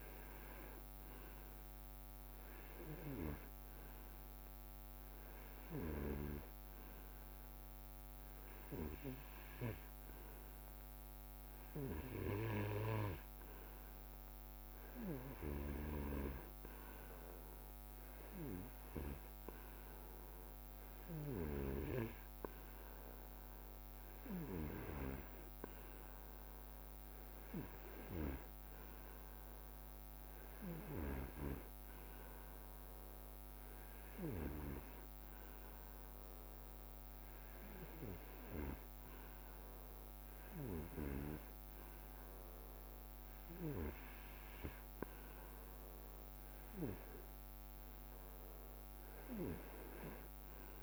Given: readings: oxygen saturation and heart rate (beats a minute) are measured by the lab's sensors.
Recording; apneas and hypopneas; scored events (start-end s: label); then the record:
breathing in sleep by a microphone on the trachea; none
none scored
From the record:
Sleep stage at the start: REM sleep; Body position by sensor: on the right side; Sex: male